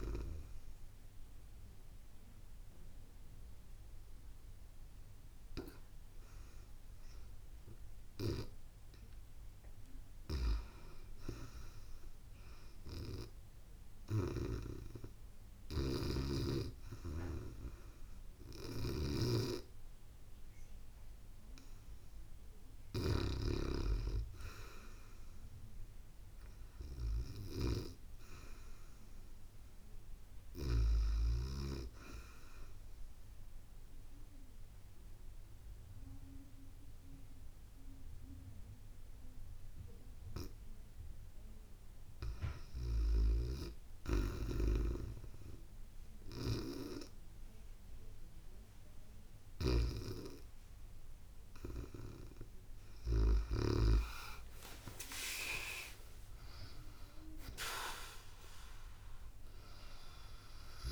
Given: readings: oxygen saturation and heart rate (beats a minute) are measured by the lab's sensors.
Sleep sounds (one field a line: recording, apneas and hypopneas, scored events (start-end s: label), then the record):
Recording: breathing in sleep by a room microphone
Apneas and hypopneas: 2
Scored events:
0.00-12.00 s: oxygen desaturation (device-marked, oxygen 90% lowest, heart rate 73 extreme)
12.00-22.00 s: hypopnea (oxygen 95% before, 90% lowest, heart rate 72 before, 73 extreme, up 7 after)
13.50-19.00 s: snoring (device-marked)
18.00-27.00 s: oxygen desaturation (device-marked, oxygen 93% before, 90% lowest, heart rate 75 before, 73 extreme)
25.50-28.50 s: arousal
32.00-43.00 s: obstructive apnea (oxygen 93% before, 91% lowest, heart rate 77 before, 65 extreme, up 3 after)
43.50-53.50 s: snoring (device-marked)
51.00-60.00 s: oxygen desaturation (device-marked, oxygen 94% before, 91% lowest, heart rate 76 before, 68 extreme)
53.50-58.00 s: arousal
From the record:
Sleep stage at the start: REM sleep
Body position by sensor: on the back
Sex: female